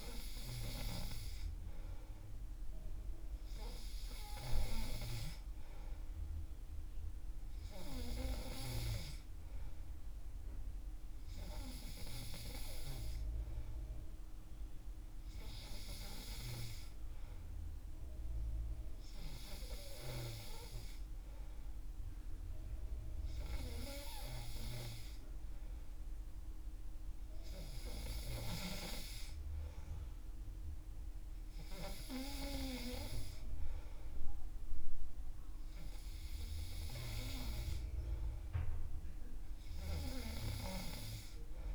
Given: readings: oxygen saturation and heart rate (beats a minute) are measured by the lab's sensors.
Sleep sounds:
breathing in sleep by a room microphone; none
none scored
From the record:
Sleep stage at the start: N3 (deep sleep); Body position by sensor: on the back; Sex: male

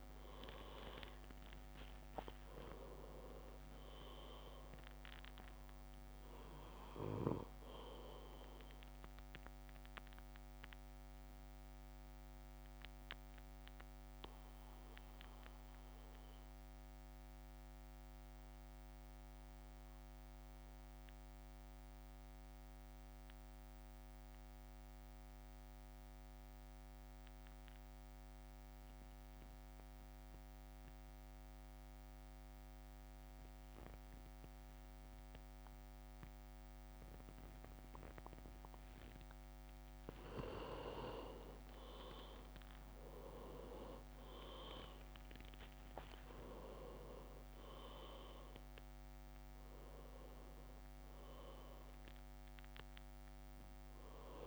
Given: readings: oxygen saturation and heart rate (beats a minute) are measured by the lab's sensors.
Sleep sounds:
breathing in sleep by a microphone on the trachea; 1
0.00-1.50 s: arousal
0.00-1.50 s: leg movement (device-marked)
0.00-10.50 s: oxygen desaturation (device-marked, oxygen 96% lowest, heart rate 49 extreme)
0.00-11.50 s: drop in pulse transit time (device-marked, heart rate 53 extreme)
9.50-39.00 s: mixed apnea (oxygen 100% before, 93% lowest, heart rate 58 before, 49 extreme, up 4 after)
17.50-28.50 s: oxygen desaturation (device-marked, oxygen 97% before, 94% lowest, heart rate 56 before, 54 extreme)
41.00-42.50 s: leg movement (device-marked)
41.00-45.00 s: arousal
43.00-45.50 s: leg movement (device-marked)
43.50-54.47 s: drop in pulse transit time (device-marked, heart rate 55 before, 54 extreme)
43.50-54.47 s: oxygen desaturation (device-marked, oxygen 99% before, 95% lowest, heart rate 55 before, 49 extreme)
From the record:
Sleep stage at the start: N2 (light sleep); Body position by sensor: on the back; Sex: male

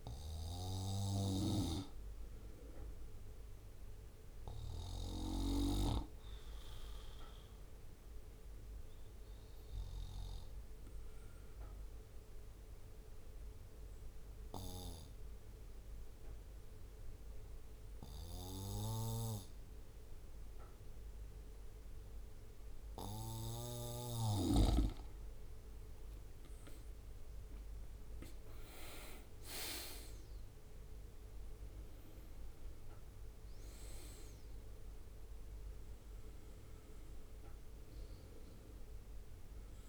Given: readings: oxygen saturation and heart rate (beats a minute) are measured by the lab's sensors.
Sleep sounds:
breathing in sleep by a room microphone; 1
4.00-23.00 s: obstructive apnea (oxygen 98% before, 96% lowest, heart rate 64 before, 62 extreme, up 10 after)
25.50-29.00 s: arousal
From the record:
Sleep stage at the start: N2 (light sleep); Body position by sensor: on the right side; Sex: male

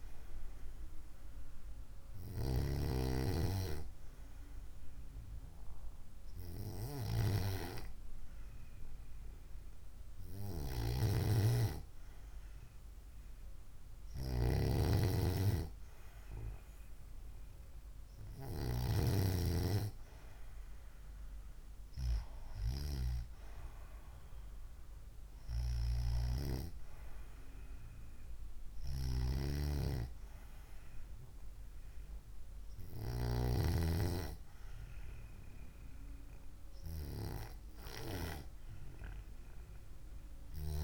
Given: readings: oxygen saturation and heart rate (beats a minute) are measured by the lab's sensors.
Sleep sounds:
breathing in sleep by a room microphone; none
none scored
From the record:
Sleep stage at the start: N2 (light sleep); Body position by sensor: on the right side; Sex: female

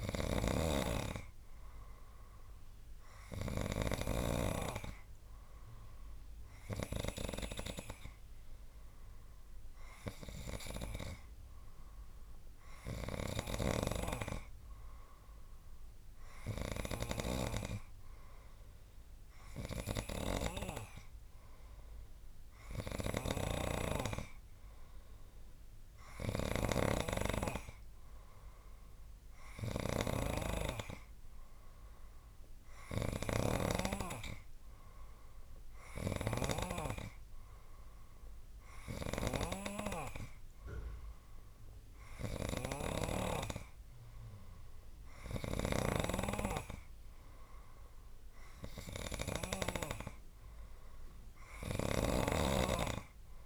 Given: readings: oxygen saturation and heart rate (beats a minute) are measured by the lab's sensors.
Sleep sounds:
breathing in sleep by a room microphone; none
0.00-4.50 s: snoring (device-marked)
23.00-50.00 s: snoring (device-marked)
52.00-53.46 s: snoring (device-marked)
From the record:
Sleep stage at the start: N2 (light sleep); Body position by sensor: on the right side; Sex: male

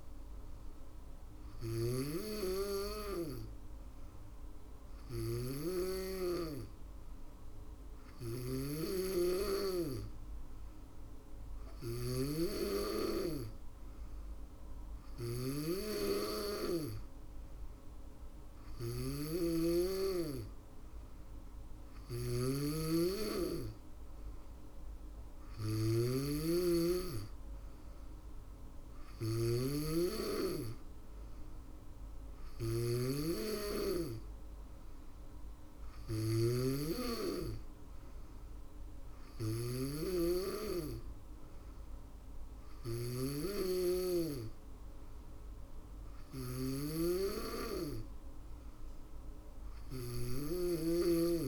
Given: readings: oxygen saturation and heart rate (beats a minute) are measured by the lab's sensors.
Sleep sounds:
breathing in sleep by a room microphone; none
0.00-51.48 s: snoring (device-marked)
From the record:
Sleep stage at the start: N2 (light sleep); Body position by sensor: on the back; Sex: female

